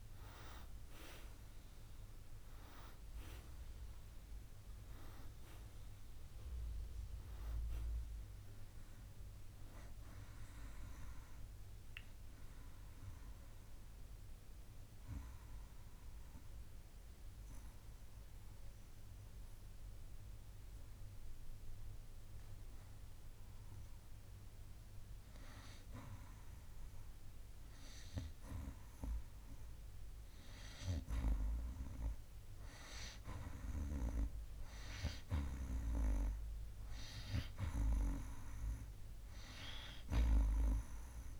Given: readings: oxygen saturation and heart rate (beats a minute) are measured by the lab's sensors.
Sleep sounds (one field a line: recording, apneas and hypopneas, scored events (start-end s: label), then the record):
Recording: breathing in sleep by a room microphone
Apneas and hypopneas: 1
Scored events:
0.00-26.50 s: oxygen desaturation (device-marked, oxygen 90% lowest, heart rate 55 extreme)
11.00-24.50 s: obstructive apnea (oxygen 97% before, 90% lowest, heart rate 62 before, 55 extreme, up 3 after)
30.00-33.50 s: arousal
From the record:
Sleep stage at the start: N2 (light sleep)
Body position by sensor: on the back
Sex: male